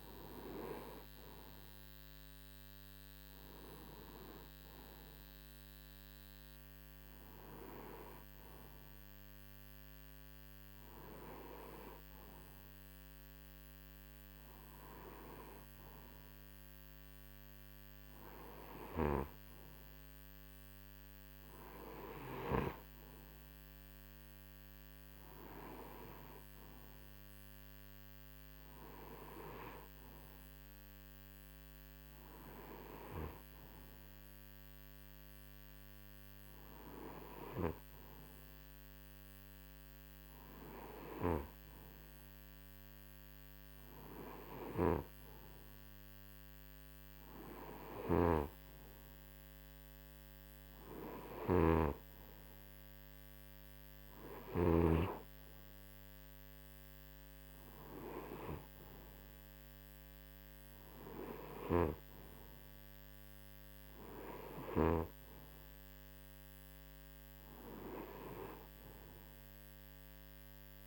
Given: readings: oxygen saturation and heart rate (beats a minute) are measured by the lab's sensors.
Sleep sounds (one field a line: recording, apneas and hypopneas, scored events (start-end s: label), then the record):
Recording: breathing in sleep by a microphone on the trachea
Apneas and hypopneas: none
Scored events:
47.50-54.50 s: snoring (device-marked)
From the record:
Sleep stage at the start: N2 (light sleep)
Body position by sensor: on the right side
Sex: male